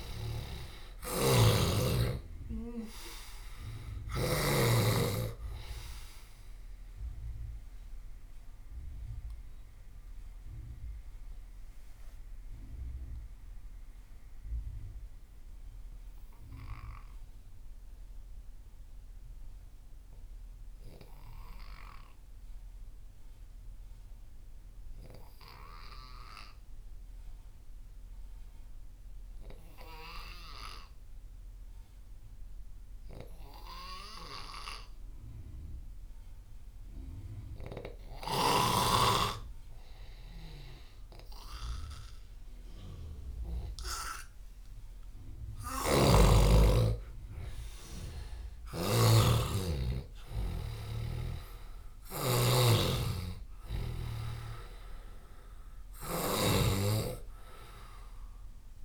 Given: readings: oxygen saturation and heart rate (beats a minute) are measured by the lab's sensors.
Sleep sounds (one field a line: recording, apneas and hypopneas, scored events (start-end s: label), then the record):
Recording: breathing in sleep by a room microphone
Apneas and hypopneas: 1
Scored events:
0.00-26.00 s: oxygen desaturation (device-marked, oxygen 89% lowest)
0.50-4.00 s: snoring (device-marked)
7.50-40.00 s: obstructive apnea (oxygen 98% before, 89% lowest)
40.00-58.85 s: oxygen desaturation (device-marked, oxygen 97% before, 89% lowest)
45.00-47.50 s: arousal
45.50-56.00 s: snoring (device-marked)
From the record:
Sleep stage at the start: N2 (light sleep)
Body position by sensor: on the left side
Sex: male